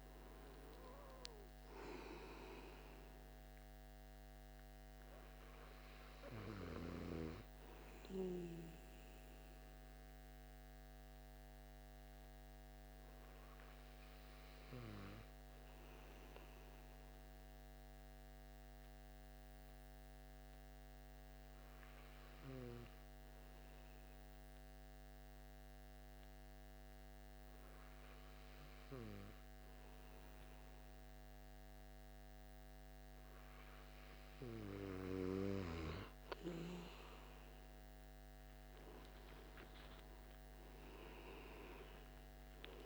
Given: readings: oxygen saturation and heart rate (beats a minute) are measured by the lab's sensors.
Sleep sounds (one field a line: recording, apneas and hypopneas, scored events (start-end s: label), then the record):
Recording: breathing in sleep by a microphone on the trachea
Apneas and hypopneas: 1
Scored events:
10.50-31.00 s: hypopnea (oxygen 96% before, 92% lowest)
34.00-37.50 s: arousal
41.50-42.86 s: oxygen desaturation (device-marked, oxygen 95% before, 92% lowest)
From the record:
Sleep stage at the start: N2 (light sleep)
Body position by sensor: on the right side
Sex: male